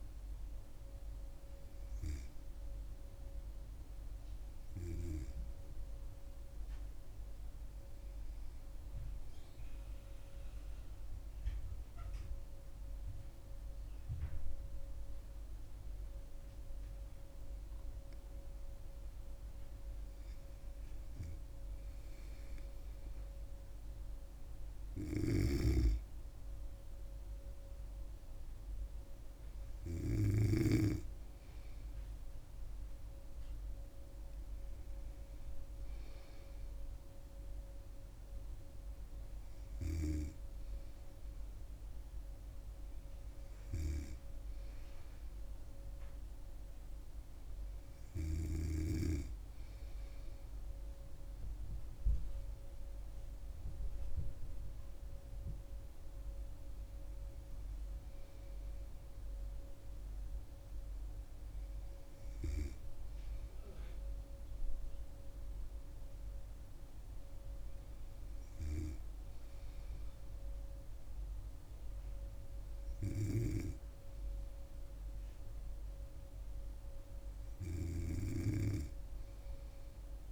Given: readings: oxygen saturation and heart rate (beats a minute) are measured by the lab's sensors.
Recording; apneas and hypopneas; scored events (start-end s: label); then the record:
breathing in sleep by a room microphone; none
17.00-20.50 s: arousal
25.50-31.00 s: snoring (device-marked)
From the record:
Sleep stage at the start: N2 (light sleep); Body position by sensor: on the back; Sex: female